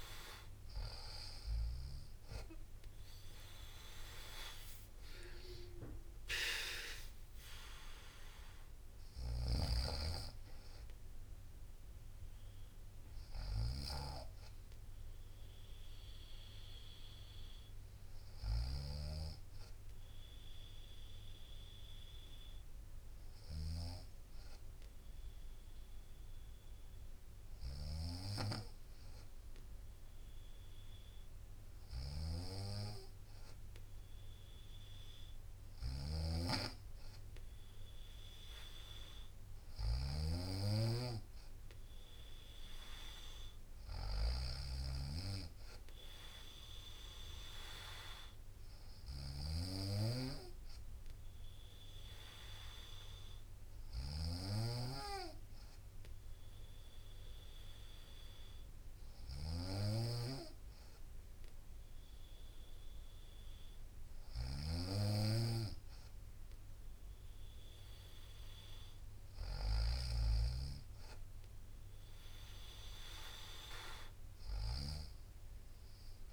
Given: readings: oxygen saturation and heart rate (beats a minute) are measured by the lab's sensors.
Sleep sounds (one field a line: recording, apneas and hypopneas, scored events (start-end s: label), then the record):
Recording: breathing in sleep by a room microphone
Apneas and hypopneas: none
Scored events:
3.00-16.00 s: drop in pulse transit time (device-marked, heart rate 60 before, 62 extreme)
8.50-76.33 s: snoring (device-marked)
72.00-76.33 s: drop in pulse transit time (device-marked, heart rate 61 before, 60 extreme)
From the record:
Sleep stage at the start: N2 (light sleep)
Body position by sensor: on the right side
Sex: female